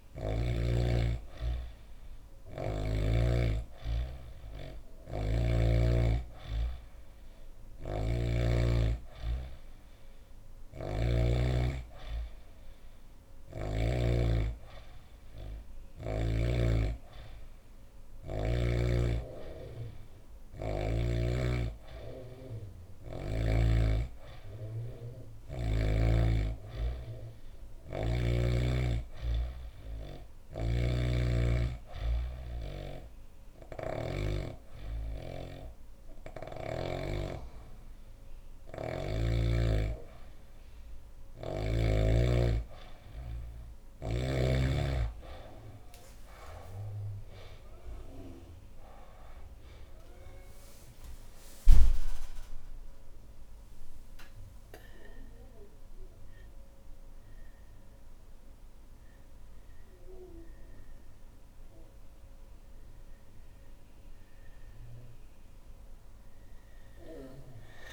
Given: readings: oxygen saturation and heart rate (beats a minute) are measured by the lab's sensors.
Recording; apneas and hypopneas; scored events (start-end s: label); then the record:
breathing in sleep by a room microphone; none
0.00-4.50 s: oxygen desaturation (device-marked, oxygen 91% lowest, heart rate 66 extreme)
7.00-13.50 s: snoring (device-marked)
33.00-36.50 s: snoring (device-marked)
48.50-55.00 s: arousal
From the record:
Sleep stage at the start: N2 (light sleep); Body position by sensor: on the back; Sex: female